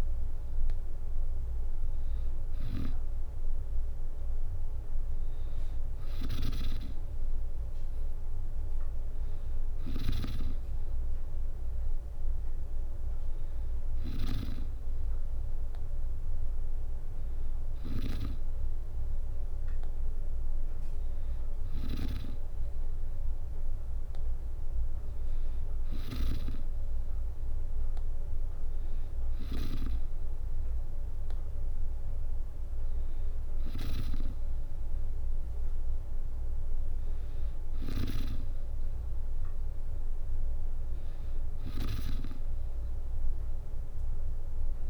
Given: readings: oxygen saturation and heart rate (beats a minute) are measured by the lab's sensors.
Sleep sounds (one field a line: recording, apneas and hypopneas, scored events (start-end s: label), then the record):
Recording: breathing in sleep by a room microphone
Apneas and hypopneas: none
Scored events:
29.00-33.50 s: snoring (device-marked)
From the record:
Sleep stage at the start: N2 (light sleep)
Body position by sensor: on the back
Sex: female